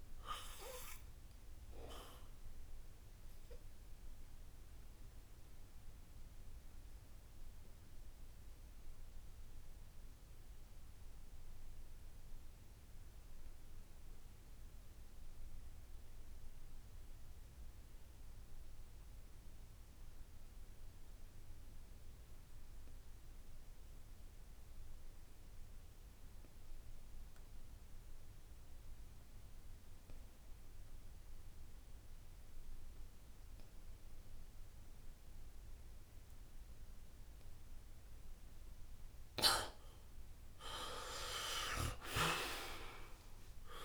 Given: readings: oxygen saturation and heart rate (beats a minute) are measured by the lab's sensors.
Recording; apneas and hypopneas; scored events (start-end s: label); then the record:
breathing in sleep by a room microphone; 1
0.00-18.50 s: oxygen desaturation (device-marked, oxygen 76% lowest, heart rate 61 extreme)
2.50-4.50 s: long interval between heartbeats (device-marked, heart rate 74 before, 73 extreme)
5.00-38.00 s: obstructive apnea (oxygen 96% before, 75% lowest, heart rate 74 before, 61 extreme, up 10 after)
7.00-9.00 s: long interval between heartbeats (device-marked, heart rate 74 before, 72 extreme)
10.50-12.50 s: long interval between heartbeats (device-marked, heart rate 74 before, 68 extreme)
24.50-43.85 s: oxygen desaturation (device-marked, oxygen 97% before, 75% lowest, heart rate 68 before, 66 extreme)
27.00-29.00 s: long interval between heartbeats (device-marked, heart rate 68 before, 73 extreme)
41.50-43.85 s: arousal
From the record:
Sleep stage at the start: N2 (light sleep); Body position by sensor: on the back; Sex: male